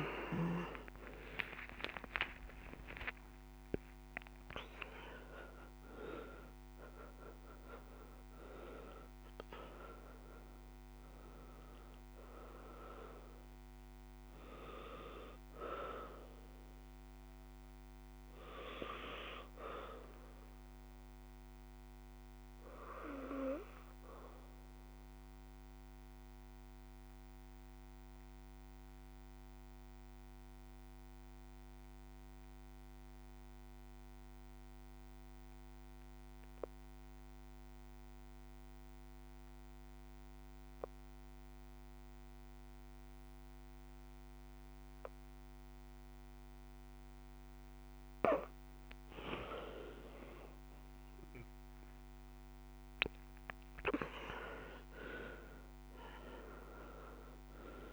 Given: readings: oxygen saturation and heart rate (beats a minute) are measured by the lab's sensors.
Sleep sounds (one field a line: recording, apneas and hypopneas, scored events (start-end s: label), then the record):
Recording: breathing in sleep by a microphone on the trachea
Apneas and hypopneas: 1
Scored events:
0.00-4.00 s: arousal
0.00-38.00 s: oxygen desaturation (device-marked, oxygen 83% lowest, heart rate 50 extreme)
12.00-45.00 s: obstructive apnea (oxygen 97% before, 83% lowest, heart rate 72 before, 49 extreme, up 8 after)
48.00-52.50 s: arousal
53.00-57.93 s: oxygen desaturation (device-marked, oxygen 97% before, 83% lowest, heart rate 60 before, 49 extreme)
From the record:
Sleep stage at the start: N2 (light sleep)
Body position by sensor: on the back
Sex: female